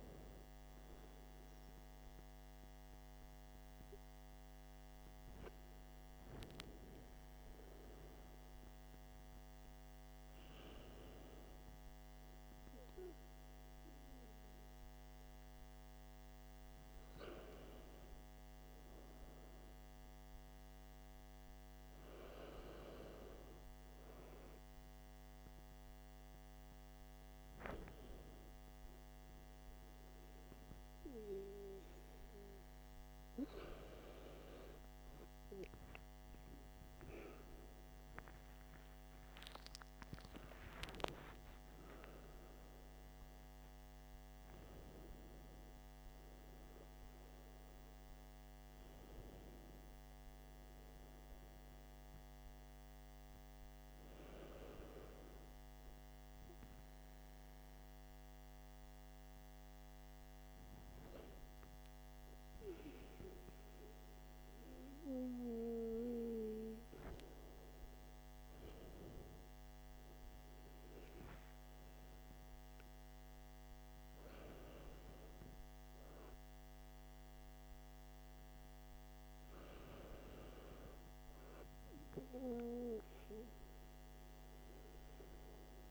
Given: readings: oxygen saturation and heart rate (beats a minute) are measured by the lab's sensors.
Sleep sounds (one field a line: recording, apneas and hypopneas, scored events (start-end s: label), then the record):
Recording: breathing in sleep by a microphone on the trachea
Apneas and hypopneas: 1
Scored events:
0.00-1.00 s: oxygen desaturation (device-marked, oxygen 92% lowest, heart rate 52 extreme)
39.00-42.50 s: arousal
54.50-67.50 s: hypopnea (oxygen 95% before, 93% lowest, heart rate 59 before, 49 extreme, up 8 after)
69.00-72.00 s: arousal
From the record:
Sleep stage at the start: N2 (light sleep)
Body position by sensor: on the back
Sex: male